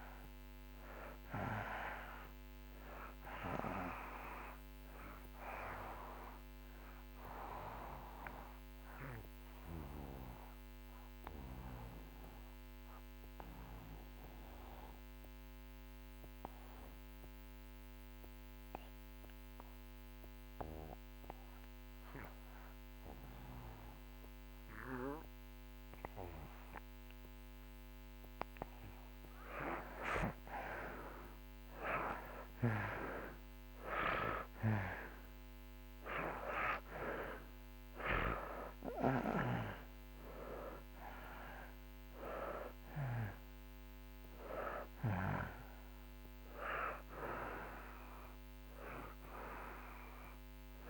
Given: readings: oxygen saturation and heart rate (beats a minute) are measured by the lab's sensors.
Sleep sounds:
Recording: breathing in sleep by a microphone on the trachea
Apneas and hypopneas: 1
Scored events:
0.00-20.50 s: oxygen desaturation (device-marked, oxygen 78% lowest)
8.00-27.50 s: obstructive apnea (oxygen 97% before, 79% lowest)
29.50-34.50 s: arousal
34.50-50.89 s: oxygen desaturation (device-marked, oxygen 95% before, 79% lowest)
From the record:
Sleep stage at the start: REM sleep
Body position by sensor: on the back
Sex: male

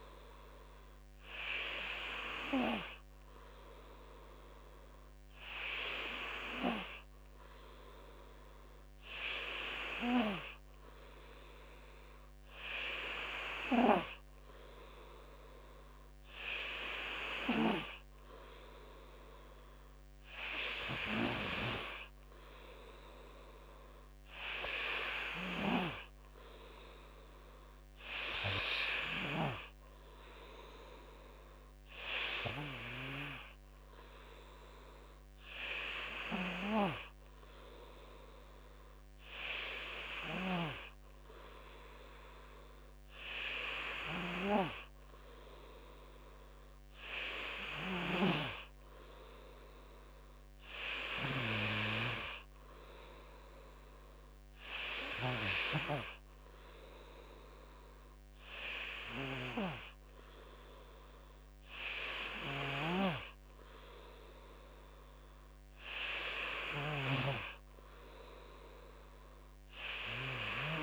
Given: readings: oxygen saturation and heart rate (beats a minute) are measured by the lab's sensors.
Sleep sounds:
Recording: breathing in sleep by a microphone on the trachea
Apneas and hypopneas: none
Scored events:
none scored
From the record:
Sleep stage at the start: N2 (light sleep)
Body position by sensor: on the back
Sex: male

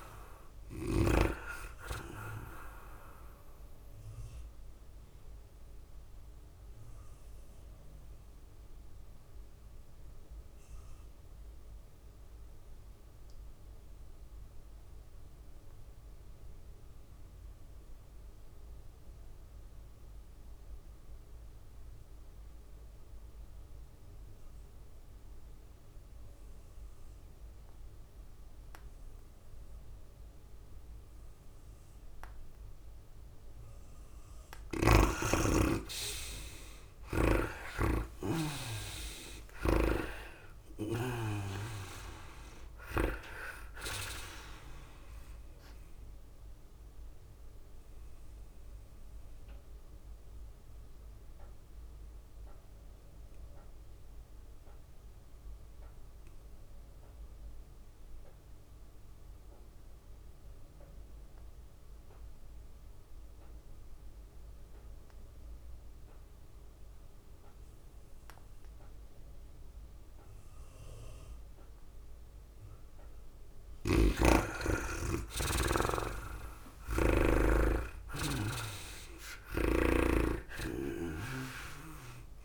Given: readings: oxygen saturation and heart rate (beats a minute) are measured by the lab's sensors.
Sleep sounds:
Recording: breathing in sleep by a room microphone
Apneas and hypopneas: 2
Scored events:
0.00-1.50 s: snoring (device-marked)
0.00-12.50 s: drop in pulse transit time (device-marked, heart rate 103 extreme)
0.00-14.50 s: oxygen desaturation (device-marked, oxygen 82% lowest, heart rate 99 extreme)
0.00-21.50 s: tachycardia (device-marked, heart rate 109 extreme)
7.00-33.00 s: obstructive apnea (oxygen 99% before, 81% lowest, heart rate 103 before, 99 extreme, up 6 after)
27.50-57.50 s: oxygen desaturation (device-marked, oxygen 99% before, 81% lowest, heart rate 104 before, 99 extreme)
35.50-70.50 s: tachycardia (device-marked, heart rate 104 before, 109 extreme)
36.00-40.50 s: arousal
38.50-54.50 s: drop in pulse transit time (device-marked, heart rate 100 before, 102 extreme)
47.00-73.50 s: obstructive apnea (oxygen 99% before, 78% lowest, heart rate 102 before, 97 extreme, up 5 after)
65.50-82.45 s: oxygen desaturation (device-marked, oxygen 99% before, 82% lowest, heart rate 105 before, 97 extreme)
73.50-82.45 s: tachycardia (device-marked, heart rate 104 before, 107 extreme)
74.00-78.00 s: snoring (device-marked)
76.00-79.50 s: arousal
78.50-82.45 s: drop in pulse transit time (device-marked, heart rate 101 before, 97 extreme)
80.00-82.45 s: snoring (device-marked)
From the record:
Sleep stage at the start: N2 (light sleep)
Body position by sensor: on the back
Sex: female

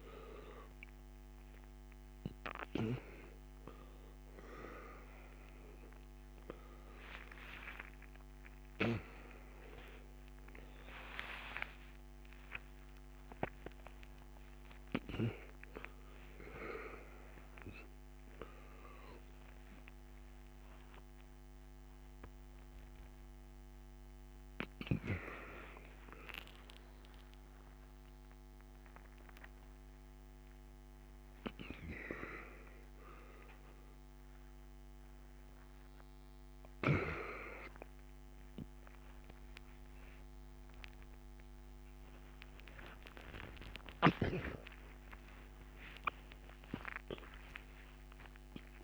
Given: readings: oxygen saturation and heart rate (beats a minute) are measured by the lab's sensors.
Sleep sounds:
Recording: a person awake in a sleep study, by a microphone on the trachea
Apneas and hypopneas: none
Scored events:
0.00-9.00 s: oxygen desaturation (device-marked, oxygen 93% lowest, heart rate 82 extreme)
From the record:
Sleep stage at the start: awake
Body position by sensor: on the back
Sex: male

